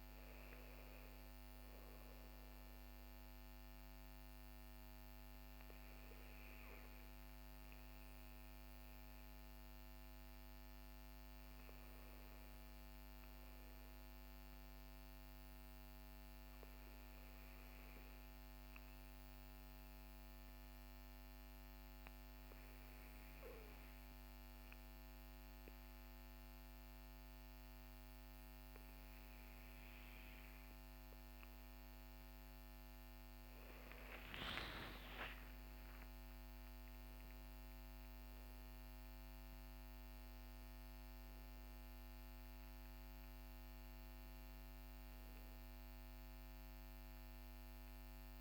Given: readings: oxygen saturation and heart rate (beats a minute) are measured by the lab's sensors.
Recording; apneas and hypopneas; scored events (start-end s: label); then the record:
breathing in sleep, hard to hear, by a microphone on the trachea; 1
16.50-32.50 s: obstructive apnea (oxygen 97% before, 95% lowest, heart rate 54 before, 41 extreme, up 18 after)
33.50-38.50 s: arousal
From the record:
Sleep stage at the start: N2 (light sleep); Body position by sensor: on the back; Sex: male